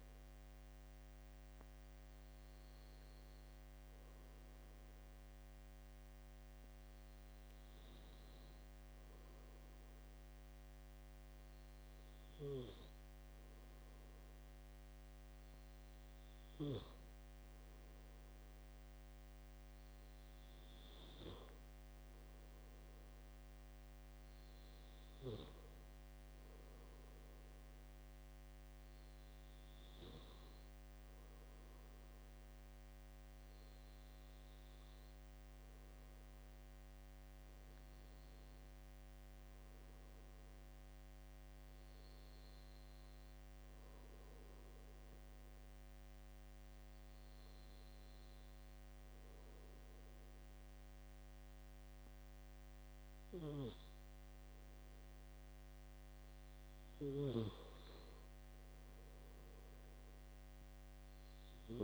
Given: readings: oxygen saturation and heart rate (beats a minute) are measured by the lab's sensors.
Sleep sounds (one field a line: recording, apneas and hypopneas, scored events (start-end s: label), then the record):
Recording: breathing in sleep, hard to hear, by a microphone on the trachea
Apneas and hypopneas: 1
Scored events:
0.00-3.00 s: oxygen desaturation (device-marked, oxygen 90% lowest, heart rate 71 extreme)
37.00-40.00 s: arousal
43.00-54.00 s: hypopnea (oxygen 94% before, 87% lowest, heart rate 75 before, 71 extreme, up 5 after)
58.50-61.84 s: arousal
From the record:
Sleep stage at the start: N2 (light sleep)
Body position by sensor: on the back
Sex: male